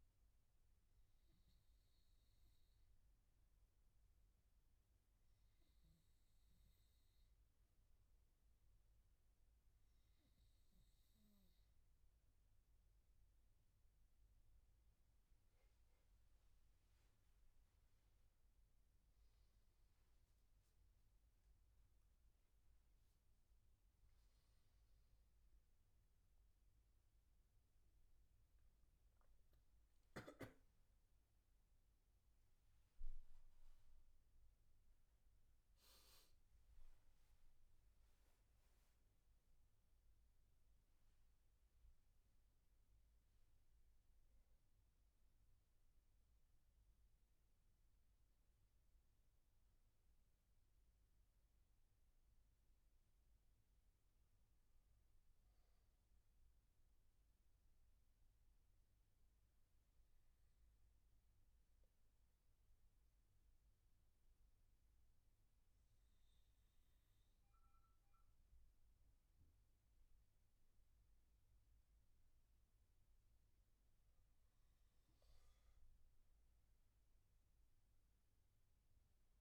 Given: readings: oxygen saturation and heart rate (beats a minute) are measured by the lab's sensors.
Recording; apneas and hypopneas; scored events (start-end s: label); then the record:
breathing in sleep, hard to hear, by a room microphone; none
33.50-38.00 s: arousal
From the record:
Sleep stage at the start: N2 (light sleep); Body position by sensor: on the right side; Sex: male